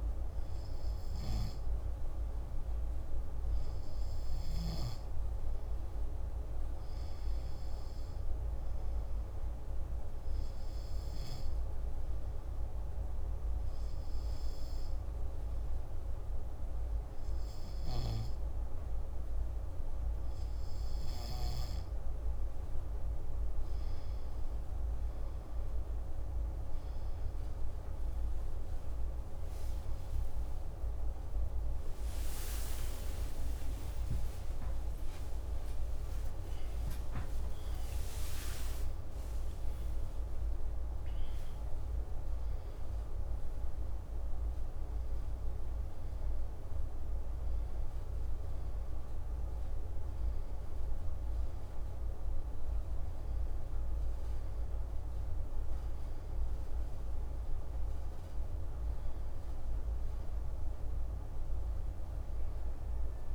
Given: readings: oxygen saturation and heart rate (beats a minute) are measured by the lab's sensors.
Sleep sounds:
breathing in sleep, hard to hear, by a room microphone; 1
8.00-21.50 s: hypopnea (oxygen 96% before, 93% lowest)
29.00-35.50 s: arousal
34.50-63.35 s: new sleep stage, N1 (lightest sleep)
From the record:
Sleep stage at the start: N2 (light sleep); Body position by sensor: on the back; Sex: male

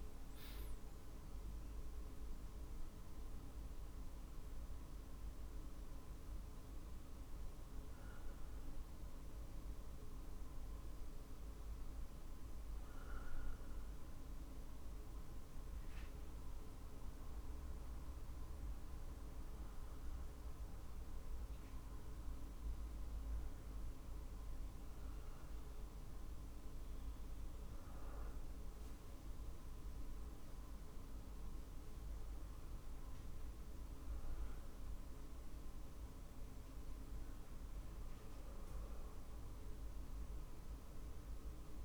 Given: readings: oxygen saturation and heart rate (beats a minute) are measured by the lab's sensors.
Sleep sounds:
breathing in sleep, hard to hear, by a room microphone; none
0.00-9.00 s: drop in pulse transit time (device-marked, heart rate 50 extreme)
25.00-41.85 s: oxygen desaturation (device-marked, oxygen 95% before, 88% lowest, heart rate 48 before, 46 extreme)
From the record:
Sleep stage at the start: N2 (light sleep); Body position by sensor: on the back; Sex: male

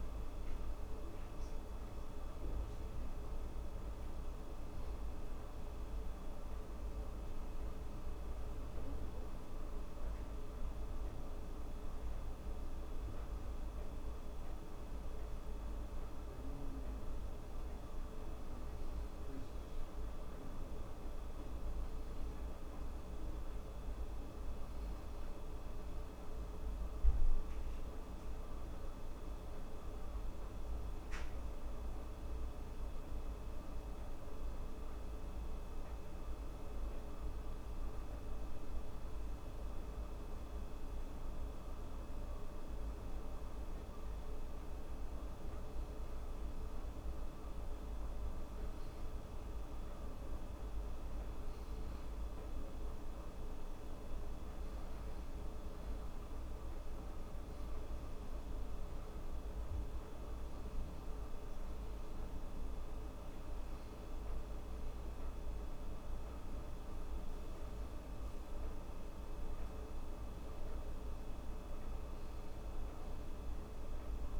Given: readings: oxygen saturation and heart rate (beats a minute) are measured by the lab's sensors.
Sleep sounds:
breathing in sleep, hard to hear, by a room microphone; none
none scored
From the record:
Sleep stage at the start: N2 (light sleep); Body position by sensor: on the back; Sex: female

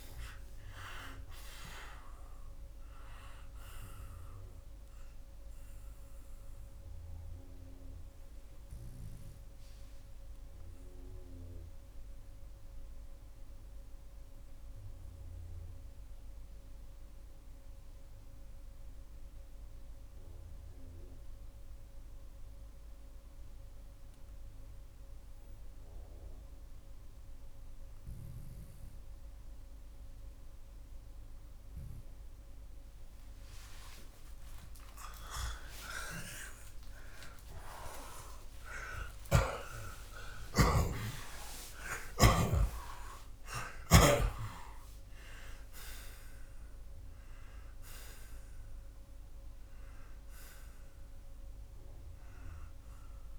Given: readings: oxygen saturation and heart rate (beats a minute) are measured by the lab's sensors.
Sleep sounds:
breathing in sleep by a room microphone; 1
6.50-33.00 s: obstructive apnea (oxygen 90% before, 79% lowest, heart rate 106 before, 64 extreme, up 58 after)
20.50-39.50 s: oxygen desaturation (device-marked, oxygen 90% before, 80% lowest, heart rate 77 before, 67 extreme)
35.00-39.00 s: arousal
38.50-42.00 s: snoring (device-marked)
From the record:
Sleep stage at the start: N2 (light sleep); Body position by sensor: on the back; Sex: male

